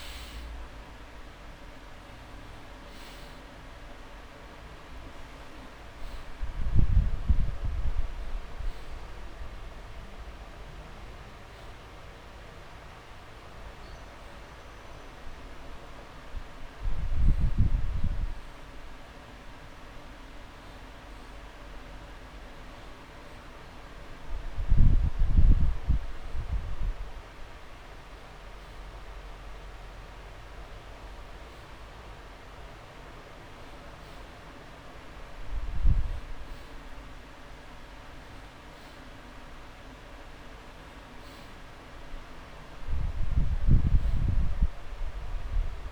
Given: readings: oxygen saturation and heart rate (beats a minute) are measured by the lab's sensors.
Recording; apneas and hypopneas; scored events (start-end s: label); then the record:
breathing in sleep, hard to hear, by a room microphone; none
6.50-27.50 s: oxygen desaturation (device-marked, oxygen 98% before, 88% lowest)
29.50-33.50 s: arousal
33.50-35.50 s: long interval between heartbeats (device-marked)
From the record:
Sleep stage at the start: N2 (light sleep); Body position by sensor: on the back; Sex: male